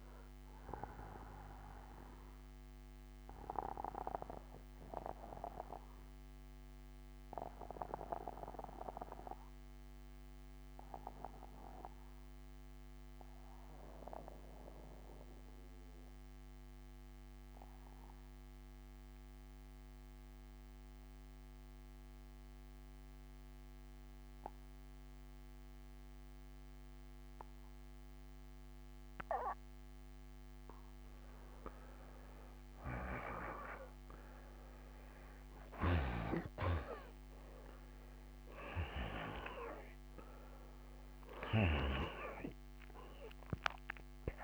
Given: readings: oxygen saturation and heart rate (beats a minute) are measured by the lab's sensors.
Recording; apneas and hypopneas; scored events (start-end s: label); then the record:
breathing in sleep by a microphone on the trachea; 1
0.00-3.50 s: oxygen desaturation (device-marked, oxygen 87% lowest, heart rate 62 extreme)
1.00-27.00 s: obstructive apnea (oxygen 94% before, 84% lowest, heart rate 67 before, 61 extreme, up 1 after)
21.50-44.43 s: oxygen desaturation (device-marked, oxygen 96% before, 84% lowest, heart rate 63 before, 61 extreme)
31.00-35.50 s: arousal
From the record:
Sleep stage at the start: N2 (light sleep); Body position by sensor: on the back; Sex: male